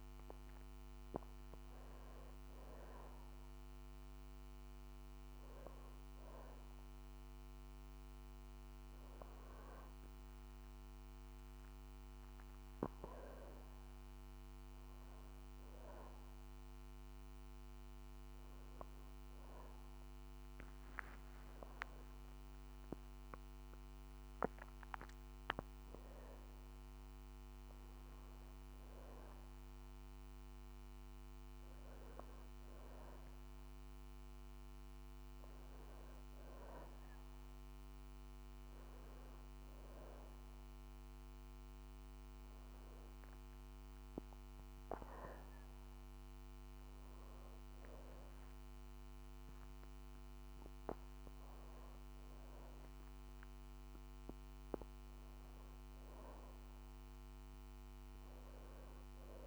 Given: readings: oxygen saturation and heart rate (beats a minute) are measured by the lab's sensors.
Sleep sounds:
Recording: breathing in sleep by a microphone on the trachea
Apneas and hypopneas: none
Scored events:
20.50-24.50 s: arousal
53.50-59.47 s: new sleep stage, awake
From the record:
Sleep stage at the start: N1 (lightest sleep)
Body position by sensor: on the back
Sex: female

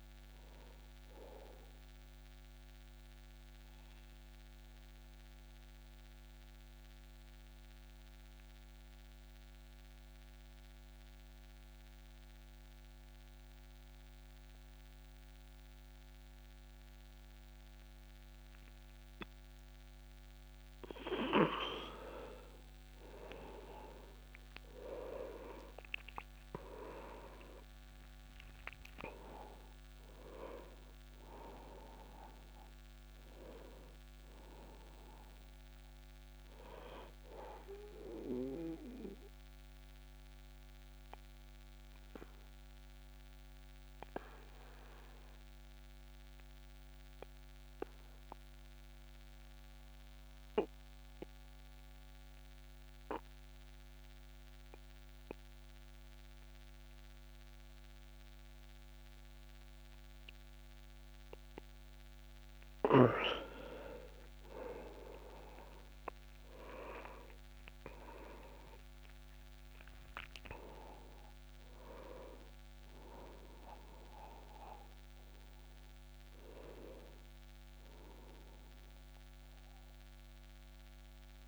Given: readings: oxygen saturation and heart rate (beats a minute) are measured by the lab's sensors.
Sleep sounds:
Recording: breathing in sleep by a microphone on the trachea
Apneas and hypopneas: 2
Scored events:
1.50-21.00 s: obstructive apnea (oxygen 99% before, 91% lowest)
23.00-26.50 s: arousal
23.00-46.00 s: oxygen desaturation (device-marked, oxygen 99% before, 91% lowest)
38.00-62.50 s: obstructive apnea (oxygen 99% before, 91% lowest, heart rate 60 before, 25 extreme, up 46 after)
64.00-68.50 s: arousal
64.00-81.48 s: oxygen desaturation (device-marked, oxygen 99% before, 91% lowest, heart rate 48 before, 38 extreme)
From the record:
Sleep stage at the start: N2 (light sleep)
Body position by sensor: on the back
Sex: male

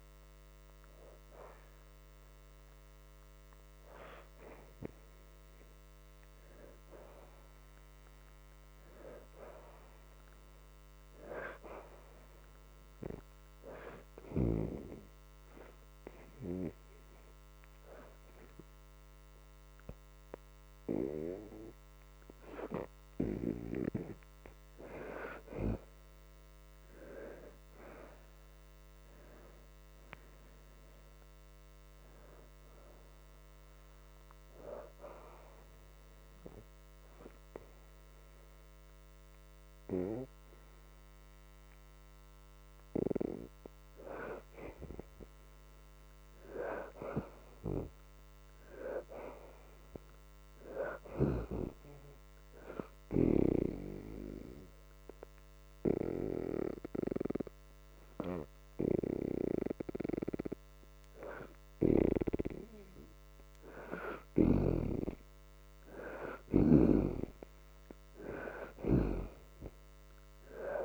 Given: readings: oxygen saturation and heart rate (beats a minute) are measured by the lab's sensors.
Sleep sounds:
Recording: breathing in sleep by a microphone on the trachea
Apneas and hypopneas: 3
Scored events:
0.00-13.50 s: oxygen desaturation (device-marked, oxygen 65% lowest, heart rate 72 extreme)
14.50-25.00 s: obstructive apnea (oxygen 84% before, 65% lowest, heart rate 77 before, 73 extreme, up 6 after)
18.50-29.50 s: oxygen desaturation (device-marked, oxygen 86% before, 77% lowest, heart rate 76 before, 73 extreme)
27.50-32.00 s: arousal
34.50-50.50 s: oxygen desaturation (device-marked, oxygen 79% before, 65% lowest, heart rate 77 before, 73 extreme)
35.00-45.00 s: obstructive apnea (oxygen 86% before, 65% lowest, heart rate 77 before, 73 extreme, up 4 after)
46.50-49.50 s: arousal
52.50-62.50 s: obstructive apnea (oxygen 83% before, 66% lowest, heart rate 77 before, 74 extreme, up 1 after)
56.50-69.50 s: oxygen desaturation (device-marked, oxygen 83% before, 71% lowest, heart rate 77 before, 74 extreme)
67.00-70.50 s: arousal
From the record:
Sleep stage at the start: N2 (light sleep)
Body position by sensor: on the left side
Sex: female

